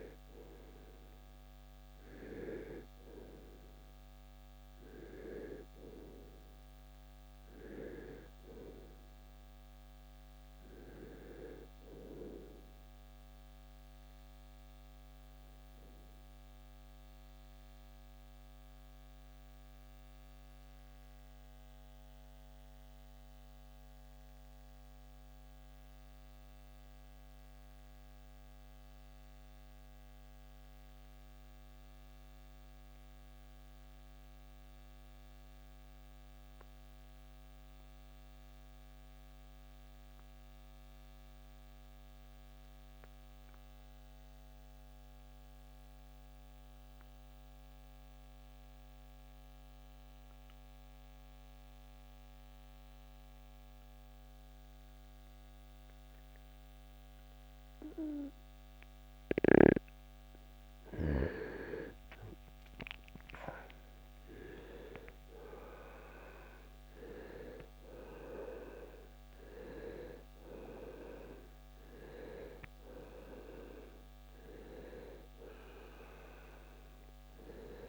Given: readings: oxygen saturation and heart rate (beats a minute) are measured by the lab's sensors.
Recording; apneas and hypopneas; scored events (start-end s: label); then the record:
breathing in sleep by a microphone on the trachea; 1
0.00-32.50 s: oxygen desaturation (device-marked, oxygen 82% lowest, heart rate 49 extreme)
17.00-60.50 s: mixed apnea (oxygen 96% before, 81% lowest, heart rate 74 before, 49 extreme, up 21 after)
61.50-66.00 s: arousal
62.50-77.88 s: oxygen desaturation (device-marked, oxygen 97% before, 81% lowest, heart rate 53 before, 48 extreme)
From the record:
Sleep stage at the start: N2 (light sleep); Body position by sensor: on the right side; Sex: male